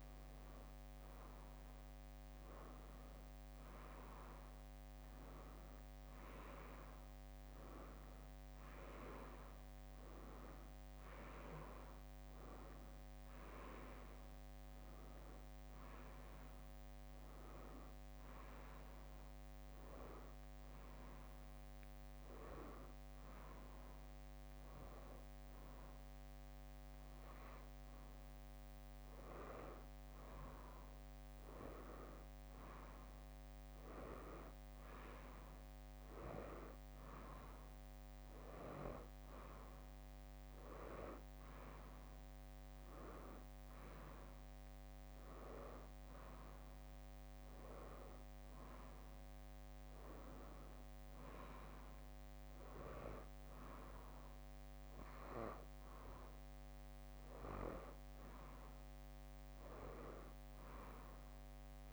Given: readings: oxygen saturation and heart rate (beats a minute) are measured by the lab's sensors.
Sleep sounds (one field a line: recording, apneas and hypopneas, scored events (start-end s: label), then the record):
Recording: breathing in sleep by a microphone on the trachea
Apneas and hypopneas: none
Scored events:
0.00-2.50 s: leg movement (device-marked)
6.50-15.50 s: leg movement (device-marked)
21.00-30.00 s: leg movement (device-marked)
25.00-27.00 s: bradycardia (device-marked, heart rate 64 before, 63 extreme)
50.00-58.50 s: leg movement (device-marked)
From the record:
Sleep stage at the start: N2 (light sleep)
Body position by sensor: on the right side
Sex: female